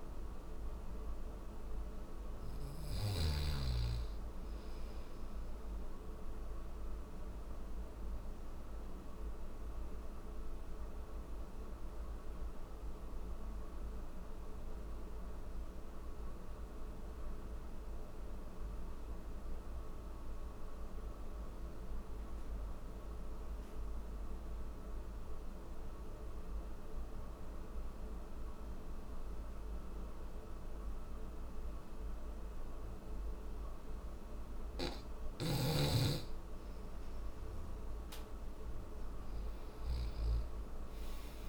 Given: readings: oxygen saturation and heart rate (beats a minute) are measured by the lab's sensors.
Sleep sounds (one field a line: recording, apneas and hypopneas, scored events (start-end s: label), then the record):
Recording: breathing in sleep, hard to hear, by a room microphone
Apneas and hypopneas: 1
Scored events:
5.00-36.00 s: obstructive apnea (oxygen 96% before, 92% lowest)
31.00-41.49 s: oxygen desaturation (device-marked, oxygen 97% before, 92% lowest)
34.00-39.00 s: snoring (device-marked)
From the record:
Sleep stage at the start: N1 (lightest sleep)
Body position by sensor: on the back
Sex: male